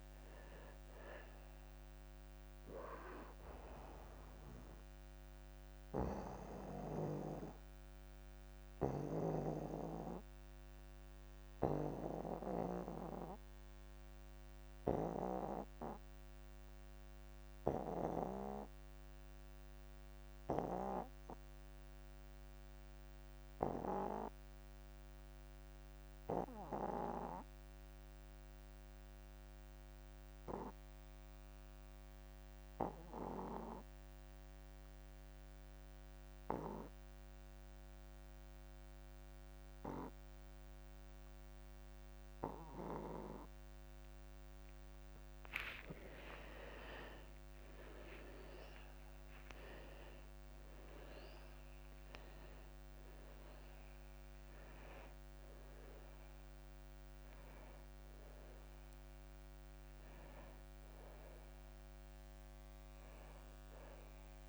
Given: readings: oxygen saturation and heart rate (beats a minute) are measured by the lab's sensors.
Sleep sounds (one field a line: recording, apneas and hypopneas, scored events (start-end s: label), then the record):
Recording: breathing in sleep by a microphone on the trachea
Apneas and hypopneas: 1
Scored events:
0.00-22.00 s: oxygen desaturation (device-marked, oxygen 84% lowest)
8.00-46.00 s: obstructive apnea (oxygen 98% before, 79% lowest)
38.00-64.49 s: oxygen desaturation (device-marked, oxygen 98% before, 79% lowest)
47.00-51.00 s: arousal
From the record:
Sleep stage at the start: N2 (light sleep)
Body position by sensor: on the back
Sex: male